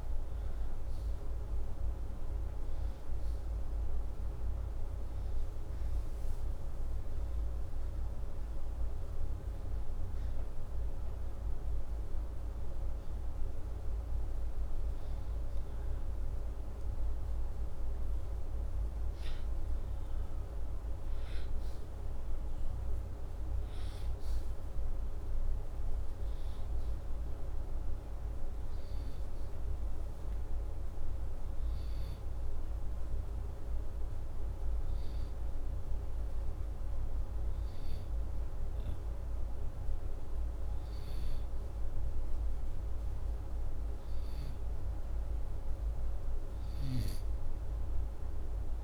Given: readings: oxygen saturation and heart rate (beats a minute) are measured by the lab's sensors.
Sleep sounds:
breathing in sleep, hard to hear, by a room microphone; none
0.00-7.50 s: oxygen desaturation (device-marked, oxygen 93% lowest, heart rate 82 extreme)
From the record:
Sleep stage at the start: N2 (light sleep); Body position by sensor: upright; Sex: male

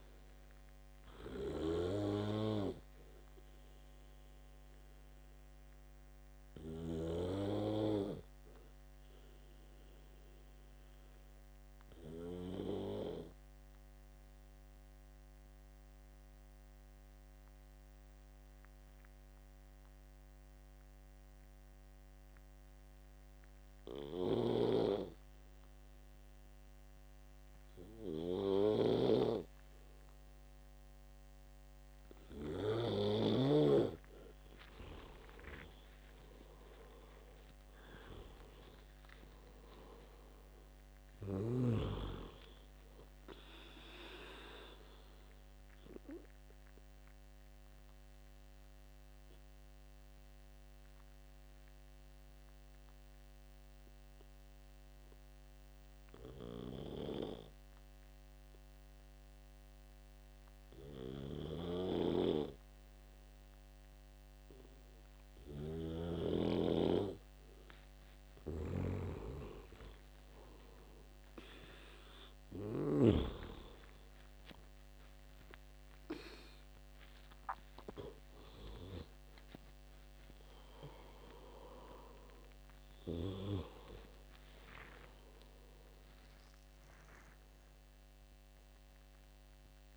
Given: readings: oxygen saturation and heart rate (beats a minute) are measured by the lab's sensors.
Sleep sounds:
breathing in sleep by a microphone on the trachea; 2
0.00-20.50 s: oxygen desaturation (device-marked, oxygen 85% lowest, heart rate 66 extreme)
2.00-33.00 s: obstructive apnea (oxygen 98% before, 85% lowest, heart rate 74 before, 66 extreme, up 25 after)
35.00-38.50 s: arousal
37.50-65.50 s: oxygen desaturation (device-marked, oxygen 97% before, 88% lowest, heart rate 71 before, 67 extreme)
45.00-67.00 s: obstructive apnea (oxygen 98% before, 88% lowest, heart rate 79 before, 67 extreme, up 12 after)
68.50-71.50 s: arousal
72.50-79.50 s: oxygen desaturation (device-marked, oxygen 98% before, 92% lowest, heart rate 72 before, 64 extreme)
85.00-89.97 s: arousal
From the record:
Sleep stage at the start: N2 (light sleep); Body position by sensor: on the back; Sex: male

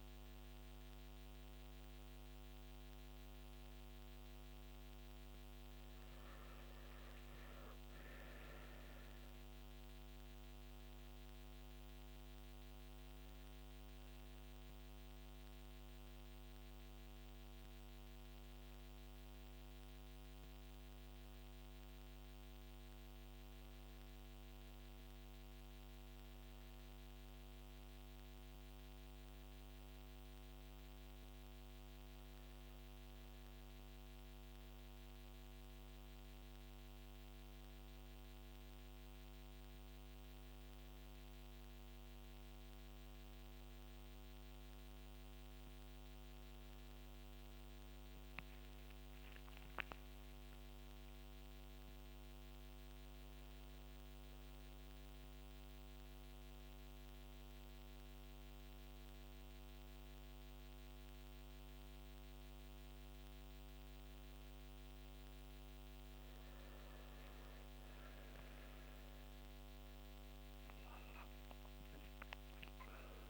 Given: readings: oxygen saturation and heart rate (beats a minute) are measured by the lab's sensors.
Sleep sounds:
breathing in sleep, hard to hear, by a microphone on the trachea; none
none scored
From the record:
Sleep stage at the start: N2 (light sleep); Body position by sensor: on the back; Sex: male

